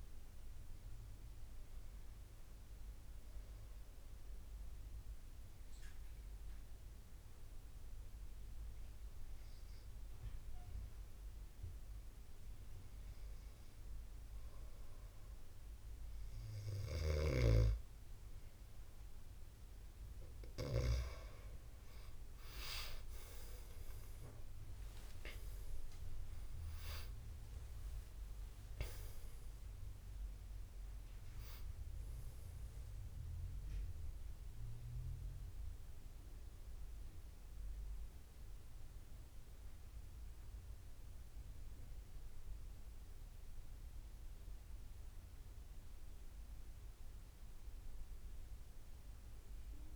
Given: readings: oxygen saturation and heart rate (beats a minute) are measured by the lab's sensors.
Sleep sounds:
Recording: breathing in sleep by a room microphone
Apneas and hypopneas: 1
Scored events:
3.50-16.50 s: hypopnea (oxygen 93% before, 89% lowest, heart rate 79 before, 75 extreme, up 10 after)
23.00-28.00 s: arousal
29.50-49.96 s: oxygen desaturation (device-marked, oxygen 93% before, 89% lowest, heart rate 82 before, 69 extreme)
From the record:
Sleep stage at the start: N2 (light sleep)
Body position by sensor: on the back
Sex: male

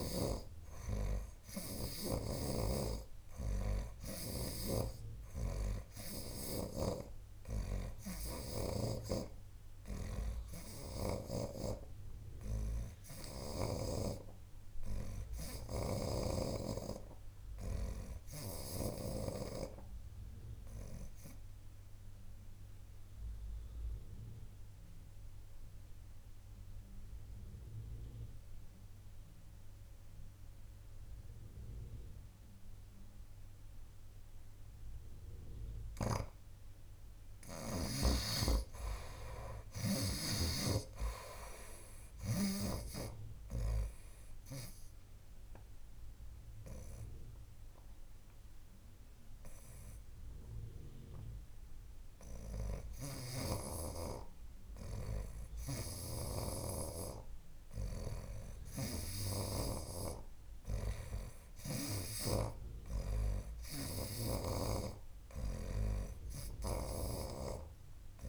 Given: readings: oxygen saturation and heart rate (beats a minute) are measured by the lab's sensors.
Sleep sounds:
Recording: breathing in sleep by a room microphone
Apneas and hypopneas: 2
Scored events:
0.00-2.00 s: snoring (device-marked)
0.00-17.00 s: oxygen desaturation (device-marked, oxygen 74% lowest, heart rate 63 extreme)
18.50-36.50 s: obstructive apnea (oxygen 97% before, 59% lowest, heart rate 69 before, 63 extreme, up 21 after)
19.00-27.00 s: oxygen desaturation (device-marked, oxygen 79% before, 73% lowest, heart rate 69 before, 63 extreme)
31.00-33.00 s: long interval between heartbeats (device-marked, heart rate 69 before, 67 extreme)
36.00-40.50 s: snoring (device-marked)
39.00-42.50 s: arousal
40.00-59.00 s: oxygen desaturation (device-marked, oxygen 78% before, 59% lowest, heart rate 67 before, 75 extreme)
45.00-55.00 s: obstructive apnea (oxygen 79% before, 55% lowest, heart rate 70 before, 80 extreme)
53.00-60.00 s: snoring (device-marked)
59.50-63.50 s: arousal
From the record:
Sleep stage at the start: N2 (light sleep)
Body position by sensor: on the right side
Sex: male

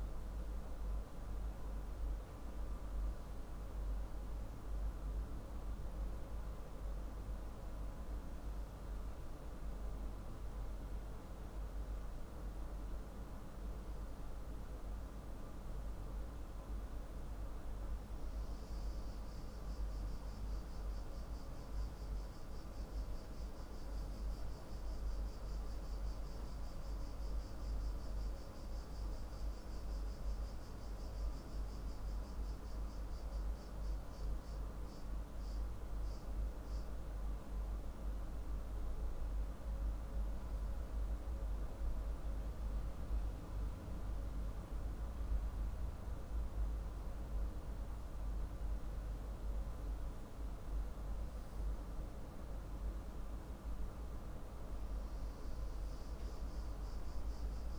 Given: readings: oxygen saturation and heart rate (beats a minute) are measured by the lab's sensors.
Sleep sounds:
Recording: breathing in sleep, hard to hear, by a room microphone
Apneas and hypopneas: none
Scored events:
none scored
From the record:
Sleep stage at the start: N3 (deep sleep)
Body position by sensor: on the left side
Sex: male

